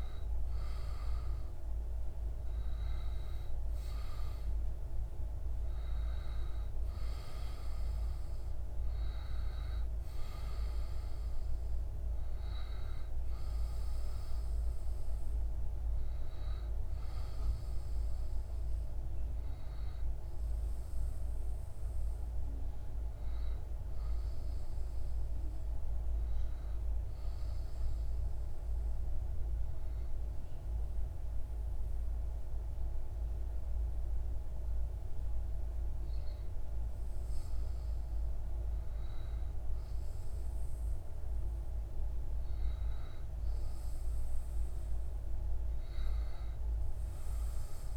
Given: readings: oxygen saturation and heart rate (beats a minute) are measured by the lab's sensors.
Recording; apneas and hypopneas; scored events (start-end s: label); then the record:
breathing in sleep, hard to hear, by a room microphone; 1
0.00-3.00 s: arousal
1.00-22.00 s: oxygen desaturation (device-marked, oxygen 97% before, 93% lowest)
17.00-47.97 s: new sleep stage, N2 (light sleep)
27.00-37.00 s: obstructive apnea (oxygen 97% before, 94% lowest)
40.00-44.00 s: arousal
From the record:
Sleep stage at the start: N1 (lightest sleep); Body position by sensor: on the back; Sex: male